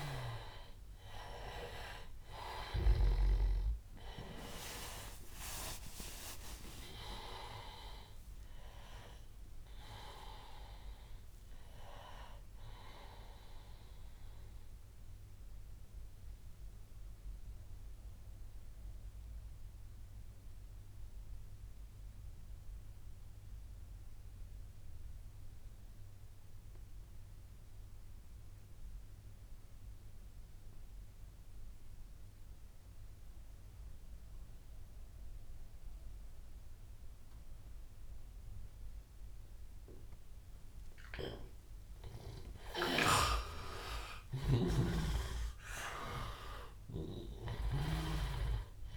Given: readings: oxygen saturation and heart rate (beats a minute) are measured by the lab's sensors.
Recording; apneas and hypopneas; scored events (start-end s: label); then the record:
breathing in sleep by a room microphone; 1
0.00-24.00 s: oxygen desaturation (device-marked, oxygen 87% lowest, heart rate 76 extreme)
2.50-6.50 s: arousal
14.00-42.50 s: obstructive apnea (oxygen 98% before, 86% lowest, heart rate 90 before, 76 extreme, up 13 after)
39.00-48.97 s: oxygen desaturation (device-marked, oxygen 98% before, 86% lowest, heart rate 80 before, 77 extreme)
44.50-48.97 s: arousal
From the record:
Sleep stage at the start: N2 (light sleep); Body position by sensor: on the back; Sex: male